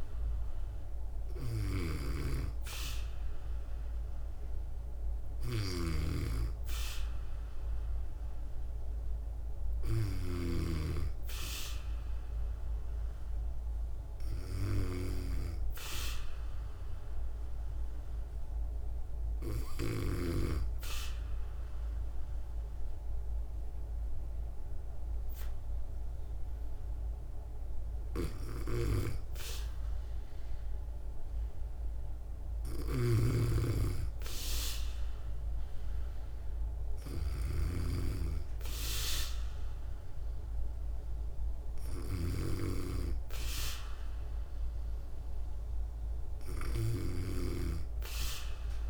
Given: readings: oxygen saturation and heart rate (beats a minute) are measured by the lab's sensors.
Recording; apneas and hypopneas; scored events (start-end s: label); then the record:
breathing in sleep by a room microphone; 1
0.00-10.00 s: snoring (device-marked)
0.00-12.00 s: oxygen desaturation (device-marked, oxygen 94% lowest, heart rate 58 extreme)
16.00-28.50 s: hypopnea (oxygen 98% before, 94% lowest, heart rate 60 before, 60 extreme, up 1 after)
30.50-34.50 s: arousal
32.00-48.90 s: snoring (device-marked)
From the record:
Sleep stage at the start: N2 (light sleep); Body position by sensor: on the back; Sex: female